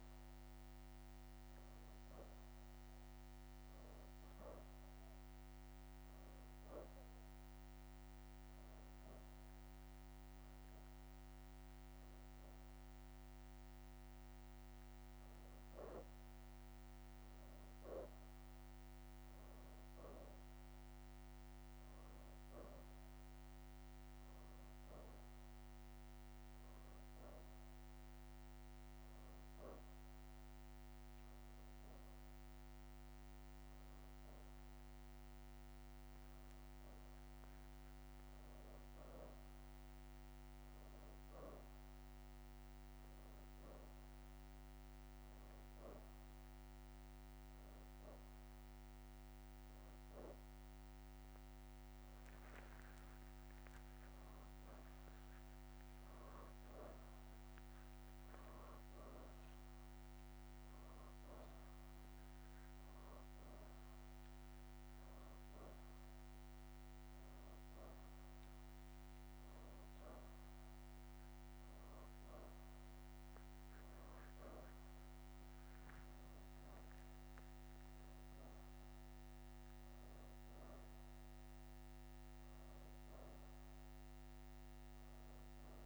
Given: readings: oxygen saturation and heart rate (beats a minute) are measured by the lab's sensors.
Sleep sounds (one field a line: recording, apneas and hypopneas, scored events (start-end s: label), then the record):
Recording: breathing in sleep, hard to hear, by a microphone on the trachea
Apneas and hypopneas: none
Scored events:
5.50-9.00 s: leg movement (device-marked)
13.00-13.50 s: leg movement (device-marked)
17.00-22.00 s: leg movement (device-marked)
22.00-23.50 s: leg movement (device-marked)
25.50-35.50 s: oxygen desaturation (device-marked, oxygen 91% before, 88% lowest, heart rate 85 before, 84 extreme)
37.50-43.00 s: leg movement (device-marked)
From the record:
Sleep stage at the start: N2 (light sleep)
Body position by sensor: on the back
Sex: female